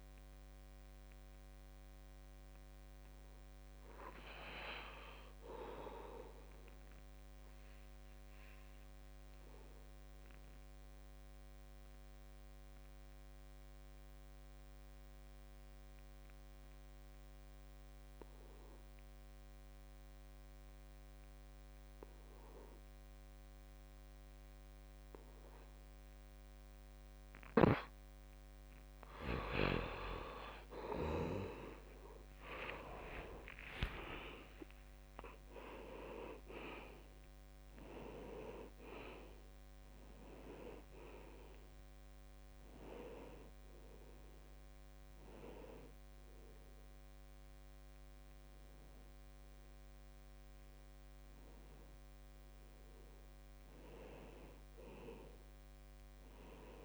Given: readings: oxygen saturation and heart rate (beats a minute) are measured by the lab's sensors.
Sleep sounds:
breathing in sleep by a microphone on the trachea; 1
0.00-10.50 s: oxygen desaturation (device-marked, oxygen 65% lowest, heart rate 66 extreme)
8.50-56.85 s: new sleep stage, N2 (light sleep)
10.50-26.50 s: obstructive apnea (oxygen 95% before, 75% lowest, heart rate 85 before, 73 extreme, up 20 after)
25.50-56.50 s: oxygen desaturation (device-marked, oxygen 95% before, 75% lowest, heart rate 77 before, 58 extreme)
27.00-34.00 s: snoring (device-marked)
29.50-34.00 s: arousal
34.00-36.00 s: long interval between heartbeats (device-marked, heart rate 76 before, 93 extreme)
From the record:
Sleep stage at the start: REM sleep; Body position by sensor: on the back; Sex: male

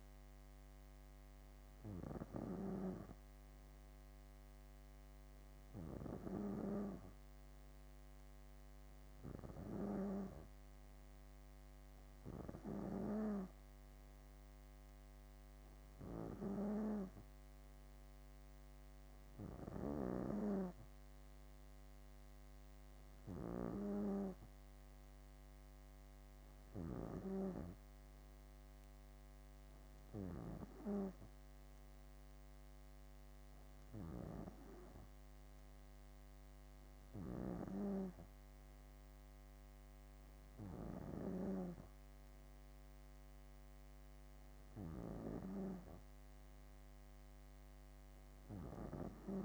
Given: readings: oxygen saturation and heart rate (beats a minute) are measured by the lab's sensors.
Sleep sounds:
breathing in sleep by a microphone on the trachea; none
19.50-23.50 s: snoring (device-marked)
From the record:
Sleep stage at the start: N2 (light sleep); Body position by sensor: on the back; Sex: female

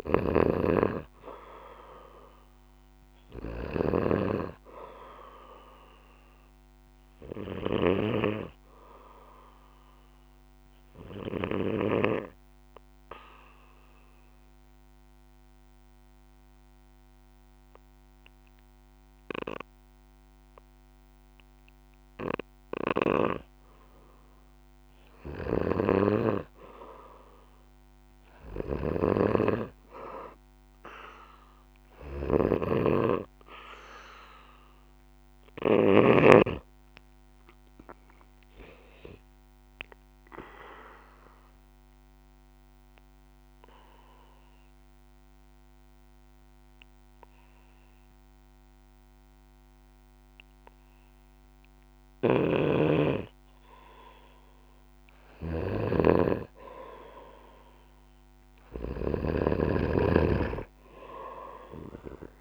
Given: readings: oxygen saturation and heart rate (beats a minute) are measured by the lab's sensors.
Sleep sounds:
breathing in sleep by a microphone on the trachea; 2
0.00-4.00 s: snoring (device-marked)
11.50-23.00 s: obstructive apnea (oxygen 97% before, 92% lowest, heart rate 60 before, 59 extreme, up 1 after)
25.00-36.00 s: snoring (device-marked)
27.50-32.00 s: arousal
38.50-51.00 s: obstructive apnea (oxygen 96% before, 92% lowest, heart rate 60 before, 58 extreme, up 2 after)
42.50-60.50 s: oxygen desaturation (device-marked, oxygen 96% before, 92% lowest, heart rate 61 before, 58 extreme)
52.00-59.00 s: snoring (device-marked)
59.00-62.41 s: arousal
From the record:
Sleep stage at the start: N2 (light sleep); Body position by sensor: on the back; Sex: male

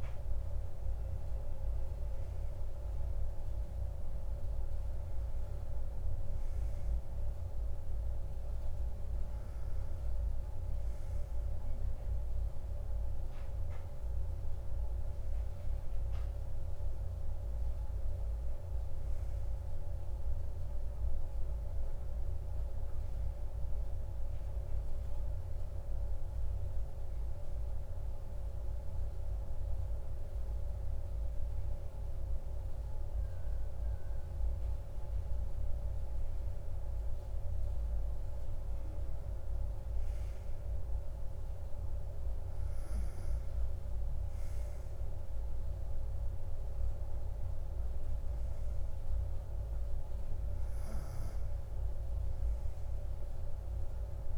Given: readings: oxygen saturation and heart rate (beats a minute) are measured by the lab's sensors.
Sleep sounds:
breathing in sleep, hard to hear, by a room microphone; none
none scored
From the record:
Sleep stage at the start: N1 (lightest sleep); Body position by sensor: on the right side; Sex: male

